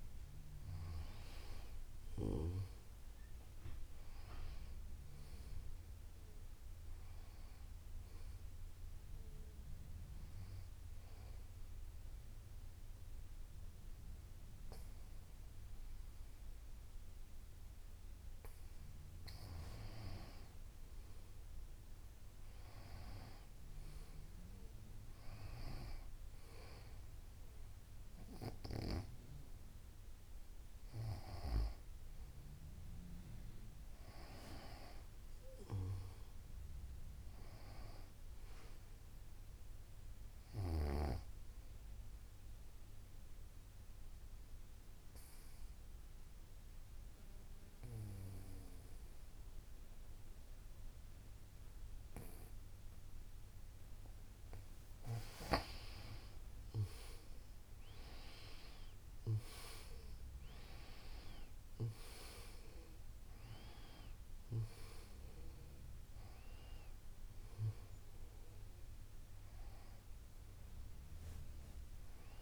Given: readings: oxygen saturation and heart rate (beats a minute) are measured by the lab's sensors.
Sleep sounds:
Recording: a person partly awake in a sleep study, by a room microphone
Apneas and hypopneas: 2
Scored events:
5.50-72.42 s: new sleep stage, N2 (light sleep)
10.50-21.00 s: obstructive apnea (oxygen 97% before, 92% lowest, heart rate 62 before, 59 extreme, up 14 after)
23.00-26.00 s: arousal
43.00-55.50 s: obstructive apnea (oxygen 96% before, 92% lowest, heart rate 65 before, 57 extreme, up 13 after)
57.00-60.50 s: arousal
61.50-72.42 s: oxygen desaturation (device-marked, oxygen 96% before, 92% lowest, heart rate 61 before, 57 extreme)
From the record:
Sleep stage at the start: awake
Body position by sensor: on the back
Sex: female

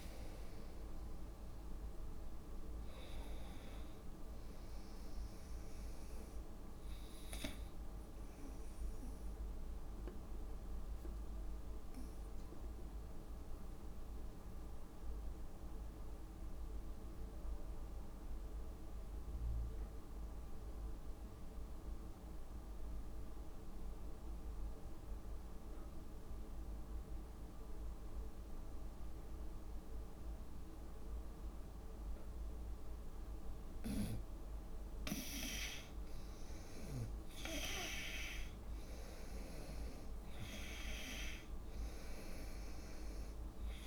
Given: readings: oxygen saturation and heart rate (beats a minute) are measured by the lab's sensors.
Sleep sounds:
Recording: breathing in sleep by a room microphone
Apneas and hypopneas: 1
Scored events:
0.00-23.00 s: oxygen desaturation (device-marked, oxygen 96% before, 89% lowest, heart rate 75 before, 67 extreme)
9.50-34.00 s: obstructive apnea (oxygen 96% before, 87% lowest, heart rate 77 before, 64 extreme, up 3 after)
35.50-39.00 s: arousal
37.00-43.87 s: oxygen desaturation (device-marked, oxygen 97% before, 87% lowest, heart rate 69 before, 64 extreme)
From the record:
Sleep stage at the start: N2 (light sleep)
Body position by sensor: on the front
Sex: female

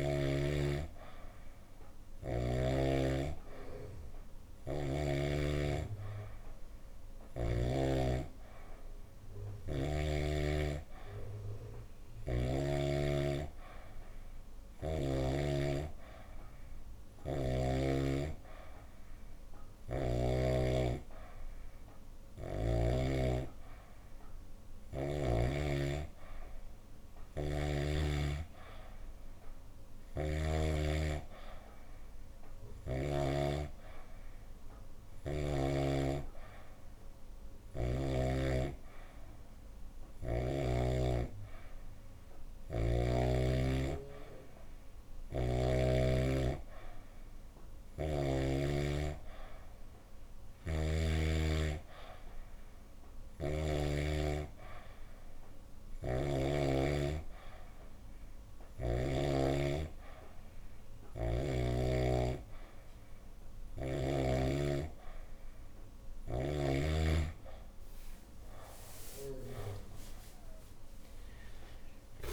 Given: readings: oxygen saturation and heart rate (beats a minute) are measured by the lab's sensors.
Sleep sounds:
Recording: breathing in sleep by a room microphone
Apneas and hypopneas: none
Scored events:
0.00-9.00 s: oxygen desaturation (device-marked, oxygen 92% lowest, heart rate 72 extreme)
29.50-33.00 s: snoring (device-marked)
50.00-53.50 s: snoring (device-marked)
55.50-59.00 s: snoring (device-marked)
From the record:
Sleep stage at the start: N2 (light sleep)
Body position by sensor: on the back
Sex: female

